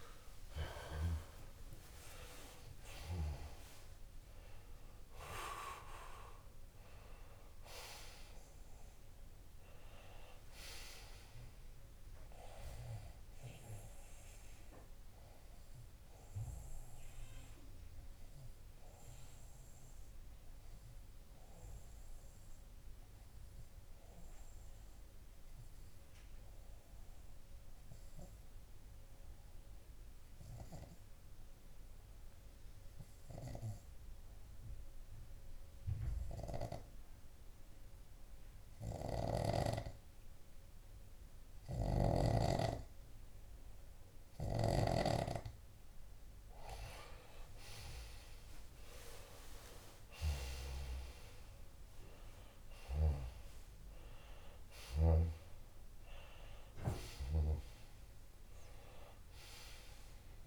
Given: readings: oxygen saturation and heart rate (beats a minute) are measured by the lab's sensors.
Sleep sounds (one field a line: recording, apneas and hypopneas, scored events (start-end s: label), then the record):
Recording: breathing in sleep by a room microphone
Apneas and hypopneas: 1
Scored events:
0.00-3.50 s: arousal
19.00-42.00 s: obstructive apnea (oxygen 95% before, 94% lowest)
47.00-50.00 s: arousal
50.50-60.47 s: oxygen desaturation (device-marked, oxygen 98% before, 94% lowest)
From the record:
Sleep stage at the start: N2 (light sleep)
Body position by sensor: on the left side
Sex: male